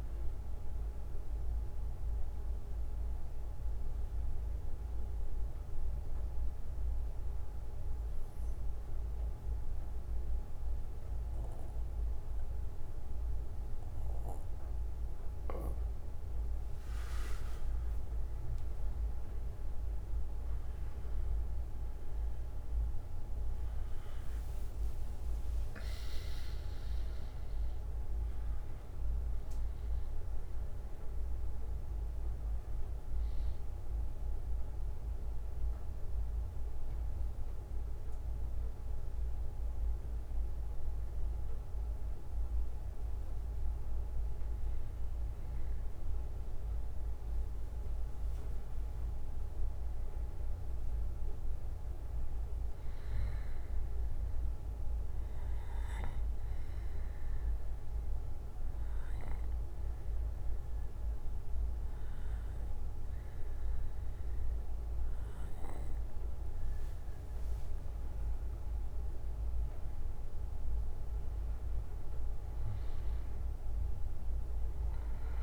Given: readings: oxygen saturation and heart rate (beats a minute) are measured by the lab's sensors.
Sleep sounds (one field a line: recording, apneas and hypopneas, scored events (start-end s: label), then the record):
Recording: breathing in sleep, hard to hear, by a room microphone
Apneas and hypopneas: 3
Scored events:
0.00-11.50 s: oxygen desaturation (device-marked, oxygen 92% lowest, heart rate 49 extreme)
0.00-16.50 s: bradycardia (device-marked, heart rate 49 extreme)
3.00-16.00 s: central apnea (oxygen 96% before, 92% lowest, heart rate 69 before, 48 extreme, up 20 after)
18.50-23.50 s: arousal
26.50-52.50 s: oxygen desaturation (device-marked, oxygen 97% before, 92% lowest, heart rate 59 before, 48 extreme)
31.50-45.50 s: bradycardia (device-marked, heart rate 60 before, 48 extreme)
37.00-48.50 s: obstructive apnea (oxygen 97% before, 92% lowest, heart rate 64 before, 50 extreme, up 14 after)
50.50-54.50 s: arousal
50.50-65.50 s: bradycardia (device-marked, heart rate 60 before, 50 extreme)
58.00-69.00 s: obstructive apnea (oxygen 97% before, 92% lowest, heart rate 57 before, 53 extreme, up 14 after)
71.00-74.50 s: arousal
From the record:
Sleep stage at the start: N2 (light sleep)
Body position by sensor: on the back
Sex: male